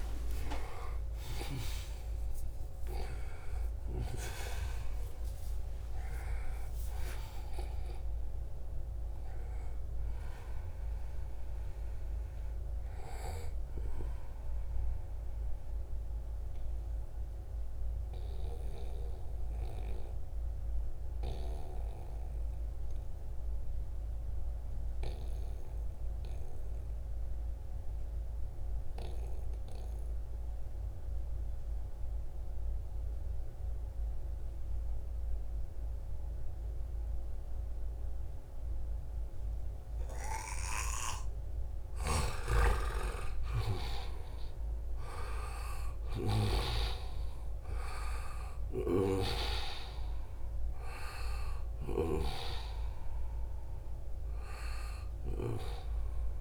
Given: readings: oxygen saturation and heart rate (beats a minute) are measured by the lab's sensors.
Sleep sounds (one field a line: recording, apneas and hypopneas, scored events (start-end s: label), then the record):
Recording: breathing in sleep by a room microphone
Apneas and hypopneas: 1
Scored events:
0.00-2.00 s: oxygen desaturation (device-marked, oxygen 90% lowest, heart rate 64 extreme)
4.00-21.00 s: oxygen desaturation (device-marked, oxygen 92% before, 88% lowest, heart rate 70 before, 69 extreme)
14.50-39.50 s: obstructive apnea (oxygen 94% before, 89% lowest, heart rate 81 before, 69 extreme, up 6 after)
37.00-56.41 s: oxygen desaturation (device-marked, oxygen 98% before, 90% lowest, heart rate 72 before, 65 extreme)
41.00-49.00 s: snoring (device-marked)
41.50-47.00 s: arousal
From the record:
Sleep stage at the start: N2 (light sleep)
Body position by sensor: on the right side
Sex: male